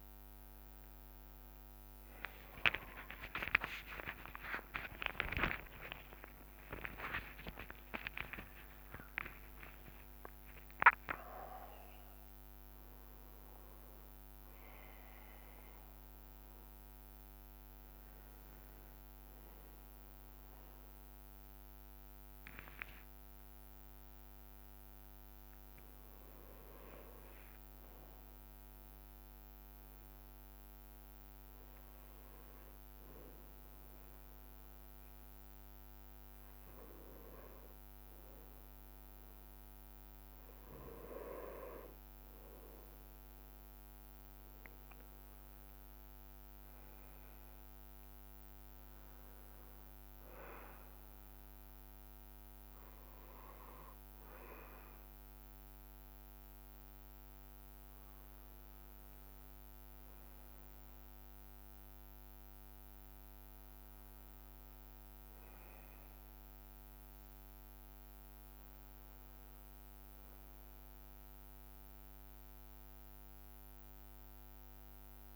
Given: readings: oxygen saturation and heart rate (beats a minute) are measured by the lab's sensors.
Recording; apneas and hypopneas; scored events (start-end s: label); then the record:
a person partly awake in a sleep study, by a microphone on the trachea; none
10.50-40.50 s: new sleep stage, N1 (lightest sleep)
40.50-75.36 s: new sleep stage, N2 (light sleep)
From the record:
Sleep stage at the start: awake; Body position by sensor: on the back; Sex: male